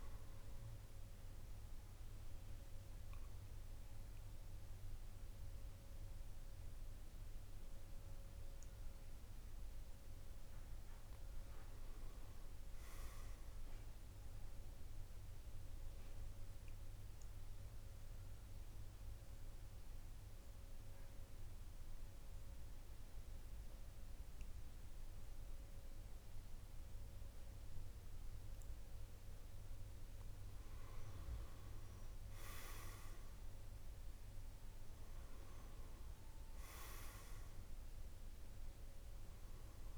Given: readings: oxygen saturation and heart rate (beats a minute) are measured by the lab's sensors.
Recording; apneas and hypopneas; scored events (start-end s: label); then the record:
breathing in sleep, hard to hear, by a room microphone; 2
0.00-14.50 s: oxygen desaturation (device-marked, oxygen 94% lowest, heart rate 48 extreme)
0.50-10.50 s: mixed apnea (oxygen 98% before, 92% lowest, heart rate 51 before, 48 extreme, up 7 after)
11.00-13.00 s: arousal
14.50-30.00 s: obstructive apnea (oxygen 97% before, 92% lowest, heart rate 53 before, 47 extreme, up 8 after)
31.00-35.00 s: arousal
36.50-39.98 s: oxygen desaturation (device-marked, oxygen 97% before, 92% lowest, heart rate 51 before, 47 extreme)
From the record:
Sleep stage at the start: N2 (light sleep); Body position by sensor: on the back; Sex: male